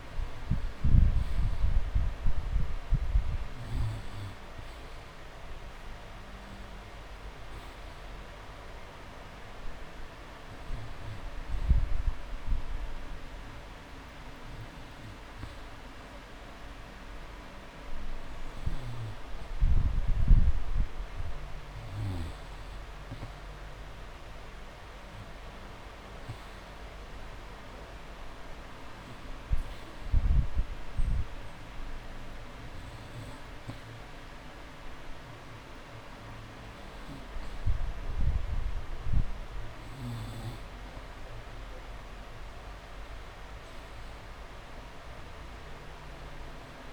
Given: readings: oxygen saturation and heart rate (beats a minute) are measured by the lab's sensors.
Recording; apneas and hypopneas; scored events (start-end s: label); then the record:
breathing in sleep, hard to hear, by a room microphone; none
none scored
From the record:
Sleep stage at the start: N2 (light sleep); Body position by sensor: on the back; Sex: male